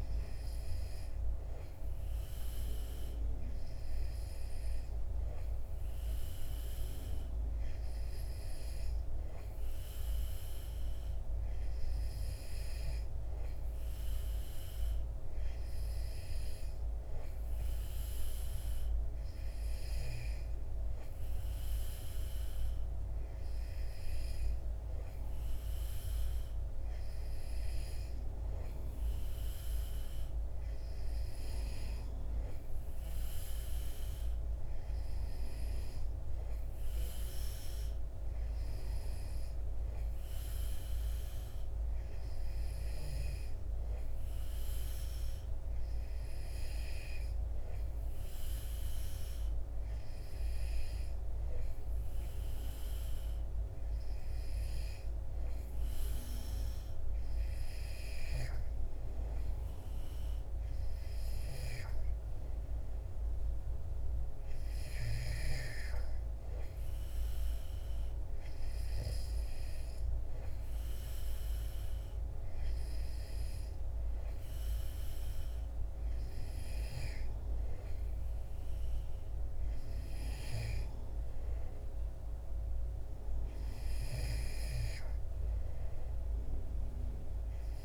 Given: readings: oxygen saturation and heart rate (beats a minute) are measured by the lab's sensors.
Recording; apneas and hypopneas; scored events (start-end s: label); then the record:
breathing in sleep, hard to hear, by a room microphone; none
none scored
From the record:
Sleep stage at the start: N2 (light sleep); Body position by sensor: on the back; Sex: male